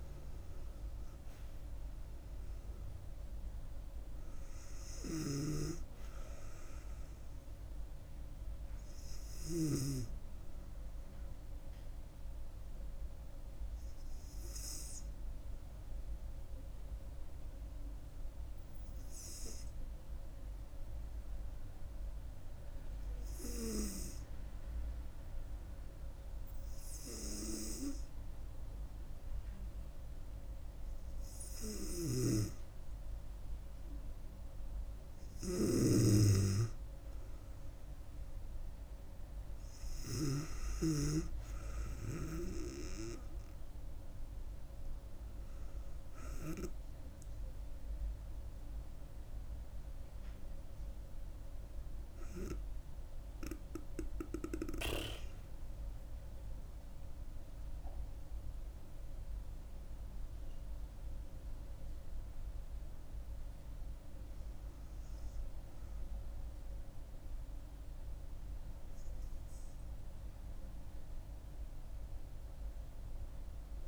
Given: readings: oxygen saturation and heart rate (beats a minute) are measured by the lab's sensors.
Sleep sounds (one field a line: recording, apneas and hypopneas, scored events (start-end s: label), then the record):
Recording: breathing in sleep by a room microphone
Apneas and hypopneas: 1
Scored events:
0.00-2.50 s: arousal
0.00-21.00 s: oxygen desaturation (device-marked, oxygen 96% before, 92% lowest, heart rate 69 before, 65 extreme)
14.00-30.00 s: hypopnea (oxygen 96% before, 93% lowest, heart rate 71 before, 66 extreme, up 4 after)
31.50-35.50 s: arousal
34.00-52.00 s: oxygen desaturation (device-marked, oxygen 97% before, 93% lowest, heart rate 67 before, 66 extreme)
From the record:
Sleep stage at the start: N2 (light sleep)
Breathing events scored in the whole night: 398 in 5.7 hours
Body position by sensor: on the back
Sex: female